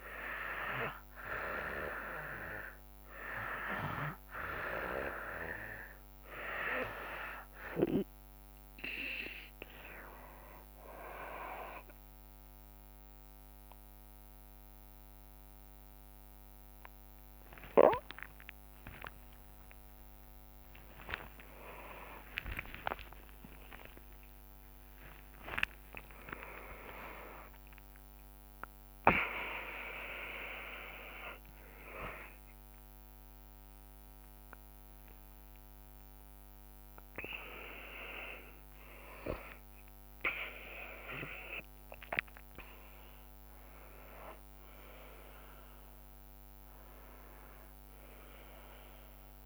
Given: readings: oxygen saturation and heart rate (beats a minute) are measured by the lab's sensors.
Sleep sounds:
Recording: a person awake in a sleep study, by a microphone on the trachea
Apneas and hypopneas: none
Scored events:
4.00-34.00 s: new sleep stage, awake
10.00-16.00 s: drop in pulse transit time (device-marked, heart rate 73 before, 79 extreme)
15.00-45.00 s: tachycardia (device-marked, heart rate 69 before, 163 extreme)
27.00-41.00 s: drop in pulse transit time (device-marked, heart rate 103 before, 109 extreme)
34.00-49.46 s: new sleep stage, N1 (lightest sleep)
From the record:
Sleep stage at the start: N2 (light sleep)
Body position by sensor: on the back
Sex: female

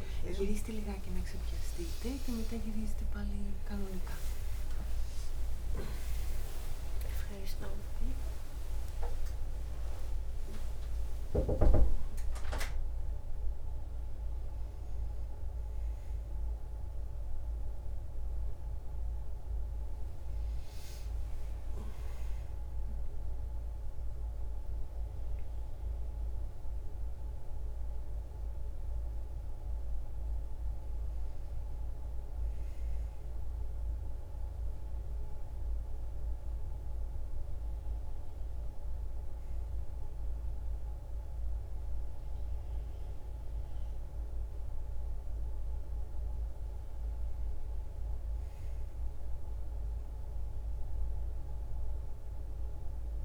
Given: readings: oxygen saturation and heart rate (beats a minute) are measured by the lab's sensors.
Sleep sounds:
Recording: a person awake in a sleep study, by a room microphone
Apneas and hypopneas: none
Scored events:
none scored
From the record:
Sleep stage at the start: awake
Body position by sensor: on the back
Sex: female

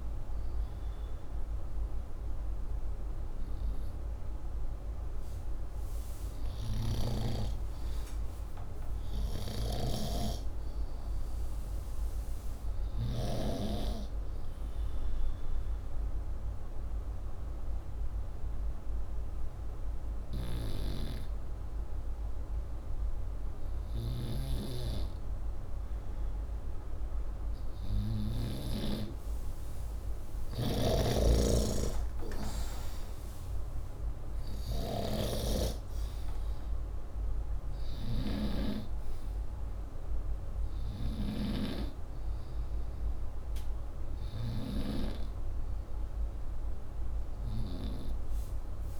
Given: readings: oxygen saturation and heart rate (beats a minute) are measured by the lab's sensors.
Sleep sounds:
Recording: breathing in sleep by a room microphone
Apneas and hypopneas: 1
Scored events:
6.50-13.00 s: snoring (device-marked)
8.50-12.50 s: arousal
15.00-27.50 s: hypopnea (oxygen 97% before, 91% lowest, heart rate 119 before, 29 extreme, up 51 after)
29.50-49.00 s: oxygen desaturation (device-marked, oxygen 97% before, 91% lowest, heart rate 56 before, 30 extreme)
30.00-41.50 s: snoring (device-marked)
31.50-35.00 s: arousal
From the record:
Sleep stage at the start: N2 (light sleep)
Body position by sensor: upright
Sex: male

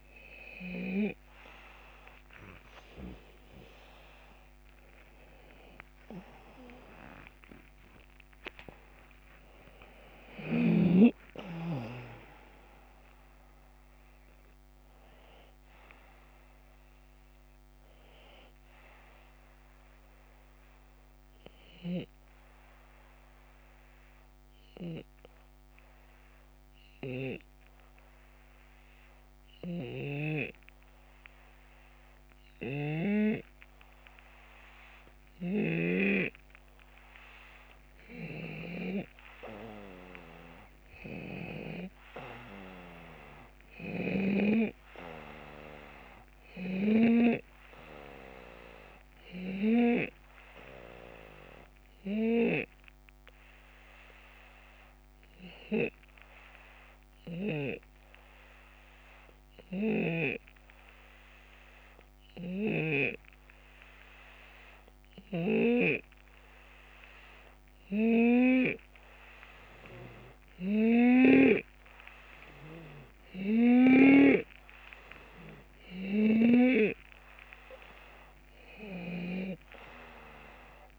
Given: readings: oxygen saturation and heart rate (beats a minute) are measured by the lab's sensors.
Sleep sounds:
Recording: breathing in sleep by a microphone on the trachea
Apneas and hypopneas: 2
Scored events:
0.00-1.00 s: snoring (device-marked)
2.50-8.50 s: arousal
23.00-35.50 s: hypopnea (oxygen 93% before, 90% lowest)
29.50-33.00 s: snoring (device-marked)
35.00-57.50 s: snoring (device-marked)
37.50-41.50 s: arousal
45.50-63.50 s: oxygen desaturation (device-marked, oxygen 96% before, 90% lowest)
55.50-69.00 s: hypopnea (oxygen 96% before, 90% lowest)
58.50-60.50 s: long interval between heartbeats (device-marked)
62.00-71.50 s: snoring (device-marked)
62.50-64.50 s: long interval between heartbeats (device-marked)
62.50-72.50 s: drop in pulse transit time (device-marked)
65.00-67.00 s: long interval between heartbeats (device-marked, heart rate 31 before, 59 extreme)
71.00-73.50 s: arousal
76.00-79.50 s: snoring (device-marked)
77.50-80.99 s: oxygen desaturation (device-marked, oxygen 94% before, 90% lowest, heart rate 53 before, 73 extreme)
From the record:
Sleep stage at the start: N2 (light sleep)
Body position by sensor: on the left side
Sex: male

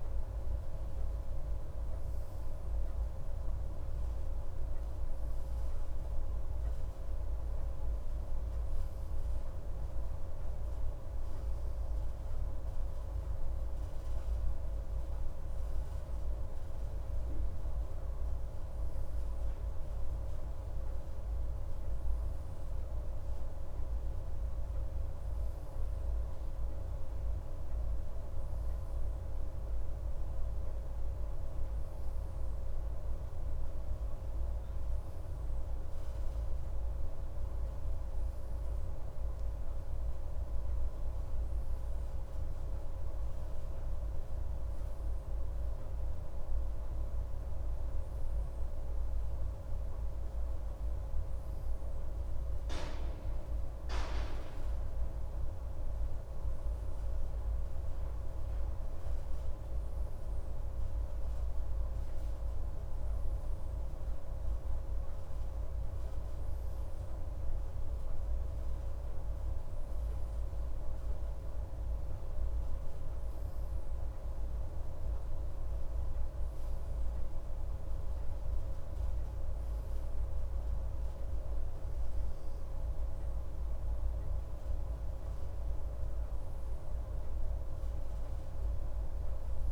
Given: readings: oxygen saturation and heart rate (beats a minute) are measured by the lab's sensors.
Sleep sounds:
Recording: a person awake in a sleep study, hard to hear, by a room microphone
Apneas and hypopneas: none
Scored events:
none scored
From the record:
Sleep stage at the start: awake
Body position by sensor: on the left side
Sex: male

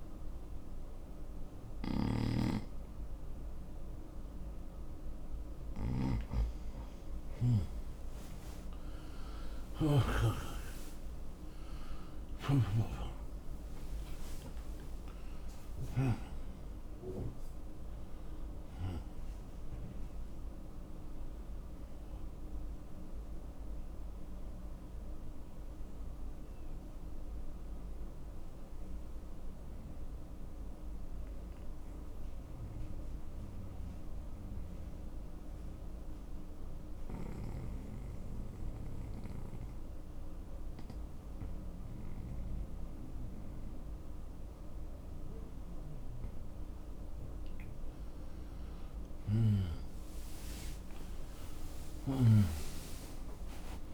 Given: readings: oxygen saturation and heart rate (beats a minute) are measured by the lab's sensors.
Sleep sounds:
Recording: breathing in sleep by a room microphone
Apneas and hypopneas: 1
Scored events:
3.50-18.50 s: oxygen desaturation (device-marked, oxygen 96% before, 92% lowest, heart rate 62 before, 62 extreme)
9.50-15.00 s: arousal
34.00-47.00 s: hypopnea (oxygen 95% before, 90% lowest, heart rate 68 before, 60 extreme, up 17 after)
50.00-53.94 s: arousal
From the record:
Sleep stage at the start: N2 (light sleep)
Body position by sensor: on the right side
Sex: male

